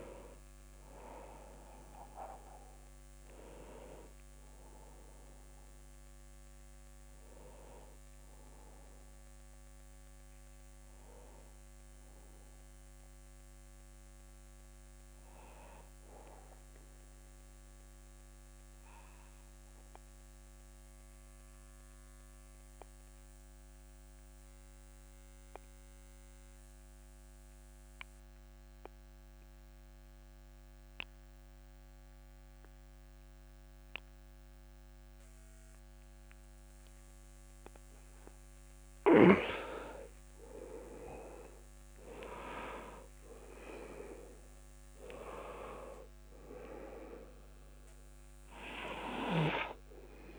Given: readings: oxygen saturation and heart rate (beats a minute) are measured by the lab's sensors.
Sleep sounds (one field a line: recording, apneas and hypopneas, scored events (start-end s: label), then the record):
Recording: breathing in sleep by a microphone on the trachea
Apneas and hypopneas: 1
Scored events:
0.00-25.50 s: oxygen desaturation (device-marked, oxygen 90% lowest)
16.50-36.00 s: obstructive apnea (oxygen 97% before, 90% lowest)
40.00-45.00 s: arousal
From the record:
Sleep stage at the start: N2 (light sleep)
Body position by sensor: on the back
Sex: male